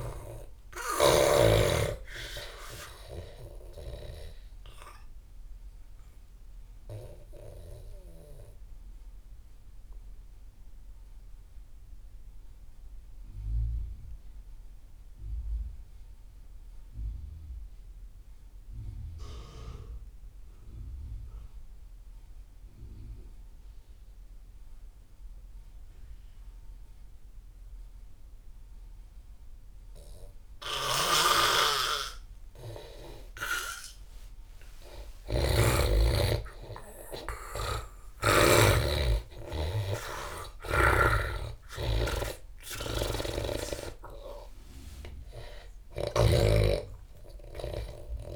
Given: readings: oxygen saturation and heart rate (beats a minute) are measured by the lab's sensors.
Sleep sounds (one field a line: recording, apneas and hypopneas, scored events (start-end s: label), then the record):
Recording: breathing in sleep by a room microphone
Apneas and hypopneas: 1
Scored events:
0.00-1.50 s: snoring (device-marked)
0.00-14.00 s: oxygen desaturation (device-marked, oxygen 78% lowest)
3.50-31.00 s: obstructive apnea (oxygen 98% before, 78% lowest)
31.00-35.50 s: snoring (device-marked)
31.00-48.36 s: oxygen desaturation (device-marked, oxygen 98% before, 83% lowest)
33.50-37.50 s: arousal
37.50-41.00 s: snoring (device-marked)
43.00-46.50 s: snoring (device-marked)
From the record:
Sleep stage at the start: N2 (light sleep)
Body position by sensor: on the back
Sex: male